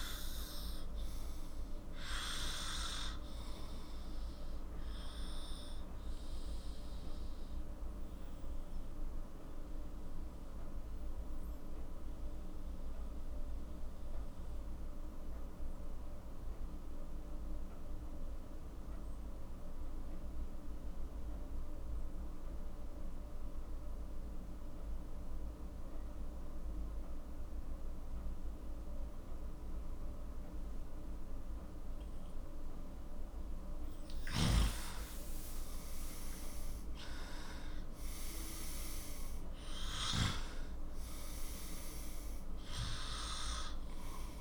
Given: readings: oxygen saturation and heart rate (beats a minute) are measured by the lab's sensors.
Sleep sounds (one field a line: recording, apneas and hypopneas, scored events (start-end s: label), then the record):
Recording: breathing in sleep by a room microphone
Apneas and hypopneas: 1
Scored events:
0.00-19.00 s: oxygen desaturation (device-marked, oxygen 90% lowest, heart rate 41 extreme)
6.00-34.50 s: obstructive apnea (oxygen 98% before, 90% lowest, heart rate 55 before, 41 extreme, up 14 after)
36.00-44.41 s: oxygen desaturation (device-marked, oxygen 98% before, 91% lowest, heart rate 46 before, 41 extreme)
36.50-40.00 s: arousal
From the record:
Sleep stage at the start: N2 (light sleep)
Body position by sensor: on the left side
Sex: male